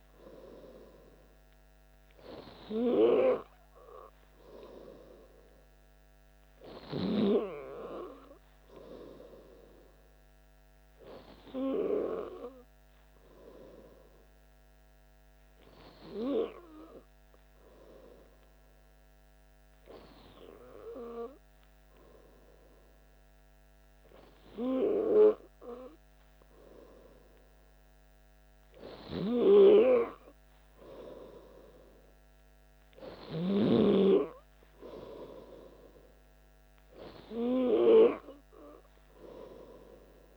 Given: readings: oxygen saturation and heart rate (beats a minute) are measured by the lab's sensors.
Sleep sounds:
breathing in sleep by a microphone on the trachea; none
none scored
From the record:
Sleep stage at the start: N2 (light sleep); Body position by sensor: on the back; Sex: male

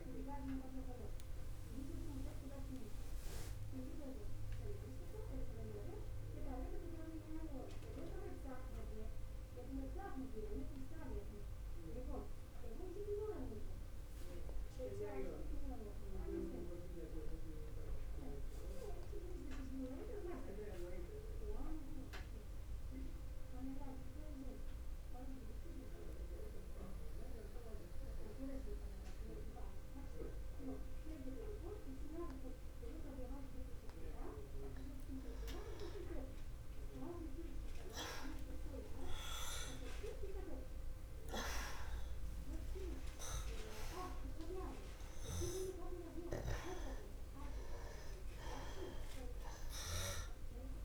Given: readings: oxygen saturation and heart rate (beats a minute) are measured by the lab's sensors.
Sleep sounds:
breathing in sleep by a room microphone; 1
0.00-13.00 s: oxygen desaturation (device-marked, oxygen 85% lowest, heart rate 37 extreme)
2.50-35.50 s: obstructive apnea (oxygen 93% before, 85% lowest, heart rate 61 before, 37 extreme, up 16 after)
37.50-41.50 s: arousal
38.00-50.85 s: oxygen desaturation (device-marked, oxygen 98% before, 88% lowest, heart rate 46 before, 27 extreme)
From the record:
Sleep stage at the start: N2 (light sleep); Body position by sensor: on the back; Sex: male

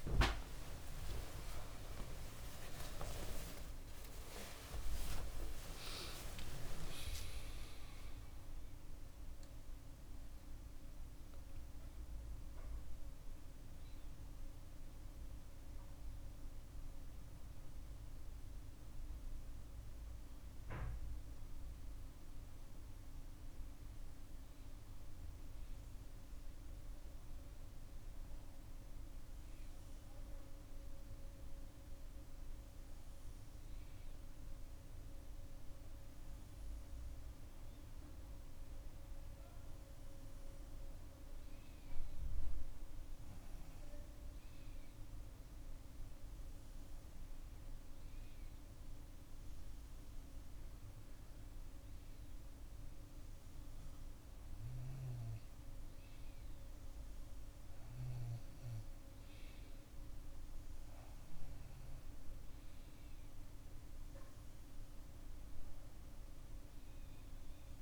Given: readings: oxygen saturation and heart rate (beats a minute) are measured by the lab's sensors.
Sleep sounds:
breathing in sleep by a room microphone; none
0.00-1.00 s: long interval between heartbeats (device-marked, heart rate 161 extreme)
1.50-3.50 s: long interval between heartbeats (device-marked, heart rate 108 before, 154 extreme)
6.00-8.00 s: long interval between heartbeats (device-marked, heart rate 129 before, 184 extreme)
From the record:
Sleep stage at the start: N2 (light sleep); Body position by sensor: on the back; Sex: female

